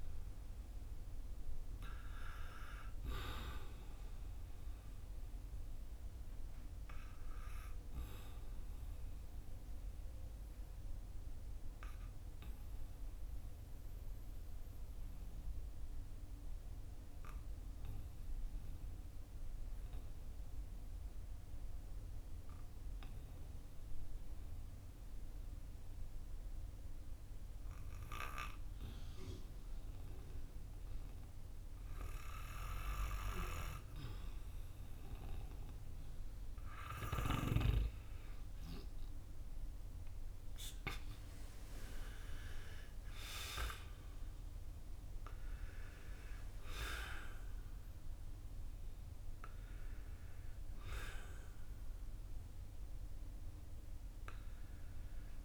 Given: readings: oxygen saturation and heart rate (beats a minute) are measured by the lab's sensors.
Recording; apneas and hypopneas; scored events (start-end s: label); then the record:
breathing in sleep by a room microphone; 1
0.00-24.50 s: oxygen desaturation (device-marked, oxygen 89% lowest, heart rate 48 extreme)
6.00-37.00 s: obstructive apnea (oxygen 97% before, 89% lowest, heart rate 57 before, 48 extreme, up 8 after)
38.00-42.00 s: arousal
38.50-55.45 s: oxygen desaturation (device-marked, oxygen 97% before, 89% lowest, heart rate 54 before, 39 extreme)
From the record:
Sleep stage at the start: N2 (light sleep); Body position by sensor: on the back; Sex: male